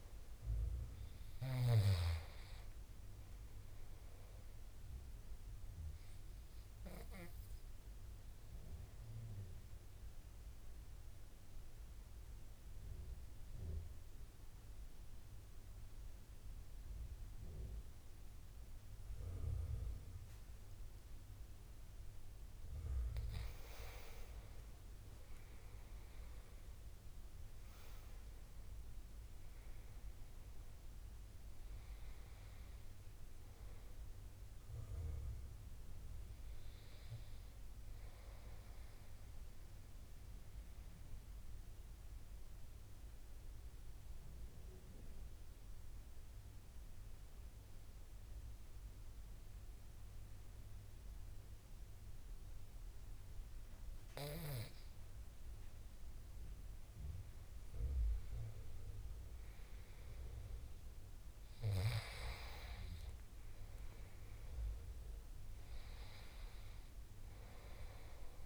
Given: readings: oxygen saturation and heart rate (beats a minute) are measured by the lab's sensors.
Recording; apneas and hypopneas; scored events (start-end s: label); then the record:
breathing in sleep by a room microphone; 2
0.00-17.50 s: oxygen desaturation (device-marked, oxygen 88% lowest, heart rate 72 extreme)
7.50-23.00 s: obstructive apnea (oxygen 97% before, 88% lowest, heart rate 80 before, 71 extreme, up 7 after)
25.00-29.00 s: arousal
30.50-48.50 s: oxygen desaturation (device-marked, oxygen 98% before, 91% lowest, heart rate 75 before, 65 extreme)
40.50-56.50 s: mixed apnea (oxygen 98% before, 88% lowest, heart rate 77 before, 65 extreme, up 1 after)
60.00-64.00 s: arousal
63.50-68.46 s: oxygen desaturation (device-marked, oxygen 98% before, 90% lowest, heart rate 73 before, 67 extreme)
From the record:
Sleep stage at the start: N2 (light sleep); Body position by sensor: on the right side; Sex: male